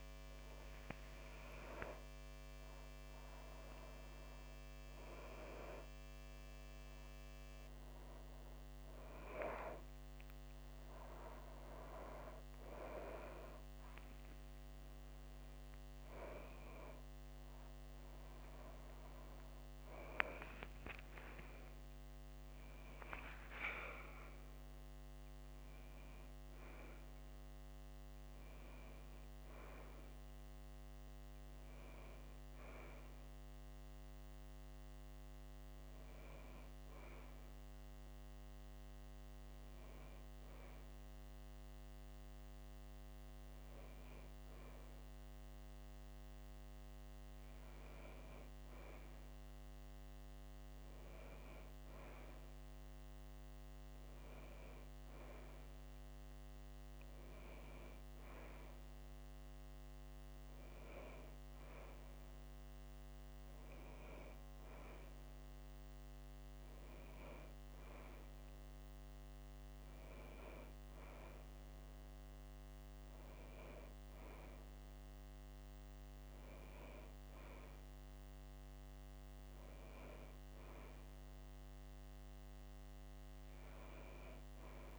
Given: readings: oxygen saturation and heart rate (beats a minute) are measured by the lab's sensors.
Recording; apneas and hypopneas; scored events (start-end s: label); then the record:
a person partly awake in a sleep study, by a microphone on the trachea; none
19.50-79.50 s: new sleep stage, N1 (lightest sleep)
79.50-84.99 s: new sleep stage, N2 (light sleep)
From the record:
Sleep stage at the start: awake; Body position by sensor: on the back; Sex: female